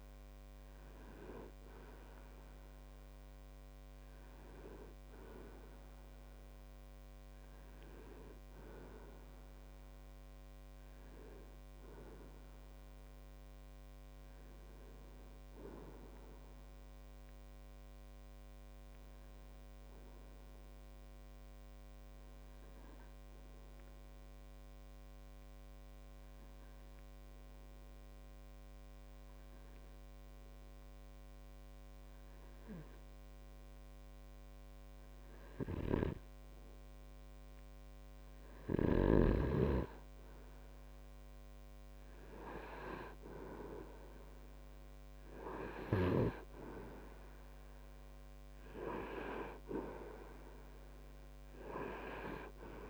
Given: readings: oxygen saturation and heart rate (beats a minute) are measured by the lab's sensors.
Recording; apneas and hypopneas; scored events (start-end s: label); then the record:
breathing in sleep by a microphone on the trachea; 1
20.50-38.50 s: obstructive apnea (oxygen 97% before, 95% lowest)
40.50-44.50 s: arousal
From the record:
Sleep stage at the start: REM sleep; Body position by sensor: on the right side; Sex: male